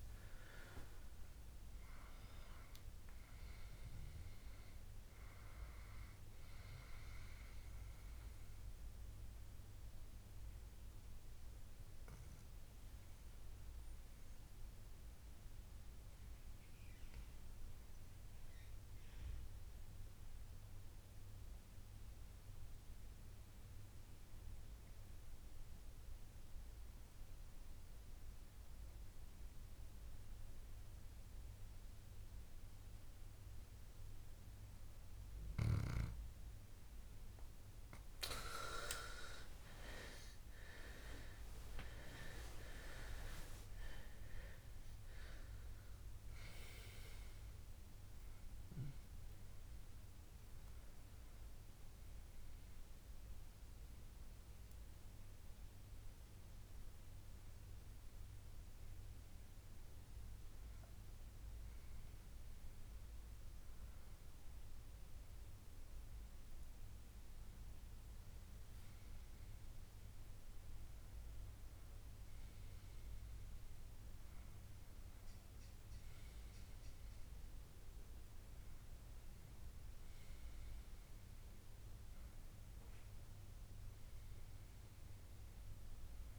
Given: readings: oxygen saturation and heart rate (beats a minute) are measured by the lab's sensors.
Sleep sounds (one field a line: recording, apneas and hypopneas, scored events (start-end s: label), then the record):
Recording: breathing in sleep by a room microphone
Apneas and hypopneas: 2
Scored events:
0.00-17.50 s: oxygen desaturation (device-marked, oxygen 92% lowest, heart rate 62 extreme)
6.50-37.50 s: obstructive apnea (oxygen 98% before, 89% lowest, heart rate 70 before, 62 extreme, up 17 after)
38.50-65.50 s: oxygen desaturation (device-marked, oxygen 98% before, 89% lowest, heart rate 65 before, 69 extreme)
39.50-44.00 s: arousal
53.00-68.00 s: hypopnea (oxygen 98% before, 89% lowest, heart rate 73 before, 69 extreme)
70.00-73.50 s: arousal
From the record:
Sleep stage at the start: N2 (light sleep)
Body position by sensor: on the back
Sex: male